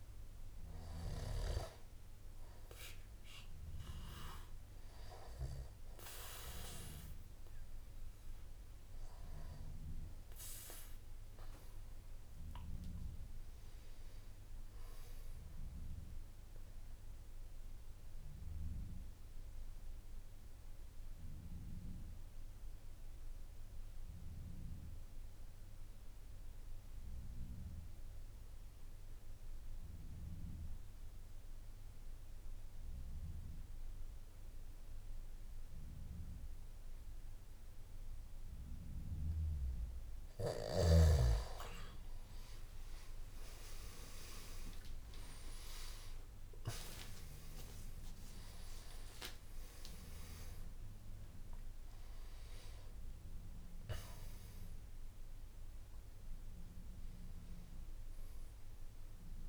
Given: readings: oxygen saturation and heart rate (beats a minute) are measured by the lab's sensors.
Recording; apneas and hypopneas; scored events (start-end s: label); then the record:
breathing in sleep by a room microphone; 1
4.00-23.00 s: oxygen desaturation (device-marked, oxygen 97% before, 92% lowest, heart rate 55 before, 53 extreme)
17.00-40.00 s: obstructive apnea (oxygen 97% before, 88% lowest, heart rate 58 before, 53 extreme, up 13 after)
41.00-59.48 s: oxygen desaturation (device-marked, oxygen 98% before, 88% lowest, heart rate 55 before, 52 extreme)
From the record:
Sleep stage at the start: N1 (lightest sleep); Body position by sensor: on the back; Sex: male